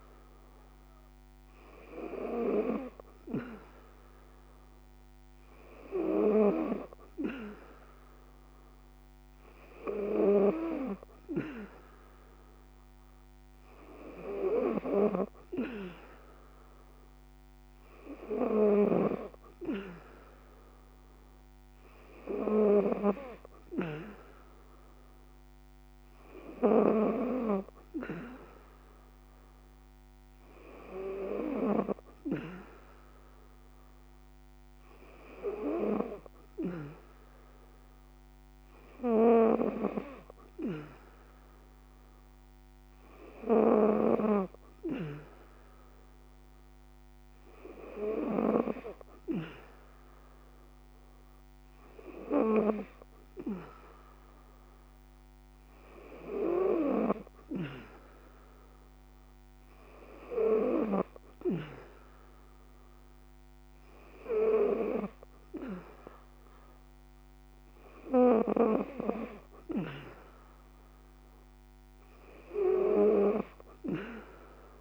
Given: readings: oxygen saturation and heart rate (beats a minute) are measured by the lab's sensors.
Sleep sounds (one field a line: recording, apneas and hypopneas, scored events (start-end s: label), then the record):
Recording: breathing in sleep by a microphone on the trachea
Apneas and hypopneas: none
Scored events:
none scored
From the record:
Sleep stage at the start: N3 (deep sleep)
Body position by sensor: on the back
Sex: female